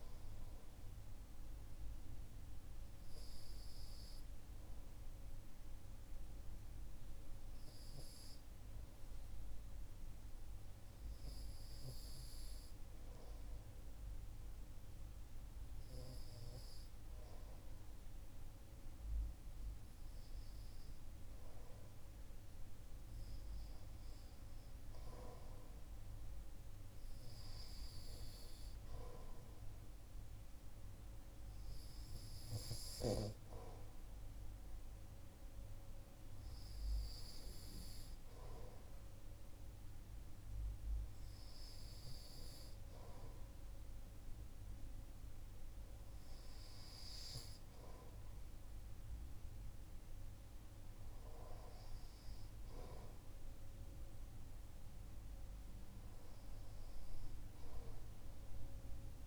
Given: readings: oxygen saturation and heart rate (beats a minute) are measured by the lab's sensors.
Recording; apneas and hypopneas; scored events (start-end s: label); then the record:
breathing in sleep, hard to hear, by a room microphone; 1
2.00-19.00 s: hypopnea (oxygen 95% before, 93% lowest, heart rate 60 before, 56 extreme, up 5 after)
22.50-27.00 s: arousal
From the record:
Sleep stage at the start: REM sleep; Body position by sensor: on the right side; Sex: male